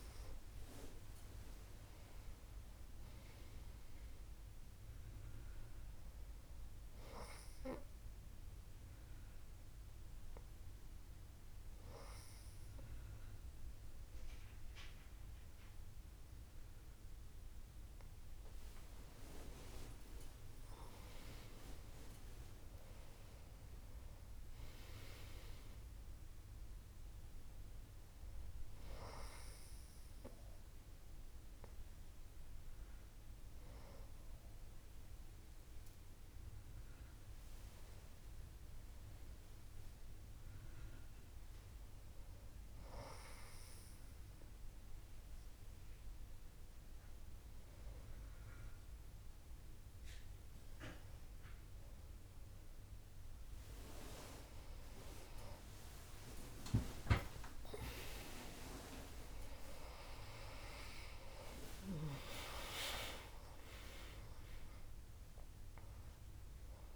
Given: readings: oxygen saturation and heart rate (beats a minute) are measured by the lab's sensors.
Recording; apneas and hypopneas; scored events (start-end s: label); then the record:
breathing in sleep by a room microphone; 1
0.50-4.50 s: arousal
8.50-19.50 s: hypopnea (oxygen 98% before, 96% lowest, heart rate 73 before, 61 extreme, up 53 after)
21.00-24.50 s: arousal
55.50-62.00 s: arousal
55.50-66.96 s: new sleep stage, N1 (lightest sleep)
From the record:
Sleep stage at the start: N2 (light sleep); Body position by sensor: on the back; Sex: female